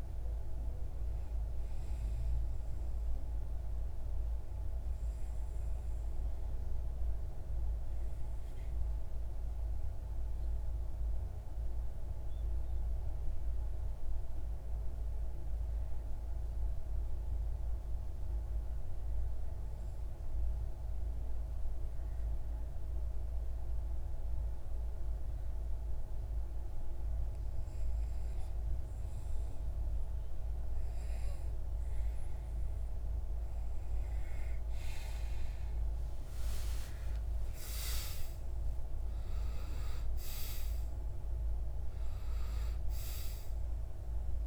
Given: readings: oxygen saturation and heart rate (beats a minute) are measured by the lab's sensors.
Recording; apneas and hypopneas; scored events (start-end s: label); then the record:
breathing in sleep, hard to hear, by a room microphone; 1
0.00-10.50 s: oxygen desaturation (device-marked, oxygen 90% lowest)
7.50-27.50 s: obstructive apnea (oxygen 97% before, 91% lowest)
30.50-44.47 s: oxygen desaturation (device-marked, oxygen 97% before, 91% lowest)
34.00-39.50 s: arousal
From the record:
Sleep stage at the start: N2 (light sleep); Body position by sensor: on the back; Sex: male